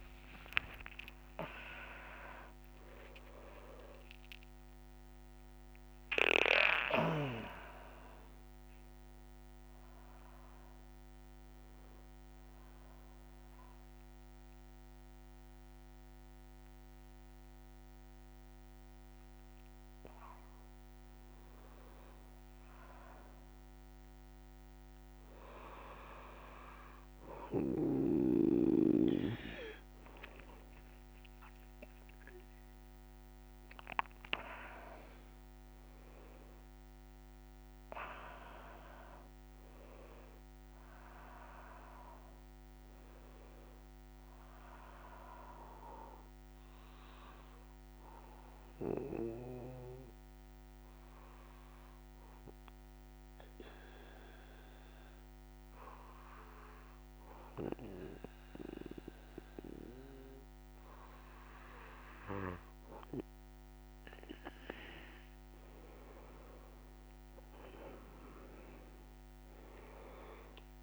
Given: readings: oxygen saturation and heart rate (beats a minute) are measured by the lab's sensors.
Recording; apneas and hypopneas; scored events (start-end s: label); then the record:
breathing in sleep by a microphone on the trachea; 1
34.50-51.50 s: oxygen desaturation (device-marked, oxygen 99% before, 95% lowest)
47.00-63.00 s: obstructive apnea (oxygen 99% before, 94% lowest)
67.50-70.83 s: oxygen desaturation (device-marked, oxygen 97% before, 94% lowest, heart rate 60 before, 86 extreme)
From the record:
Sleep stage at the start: N2 (light sleep); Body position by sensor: on the back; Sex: male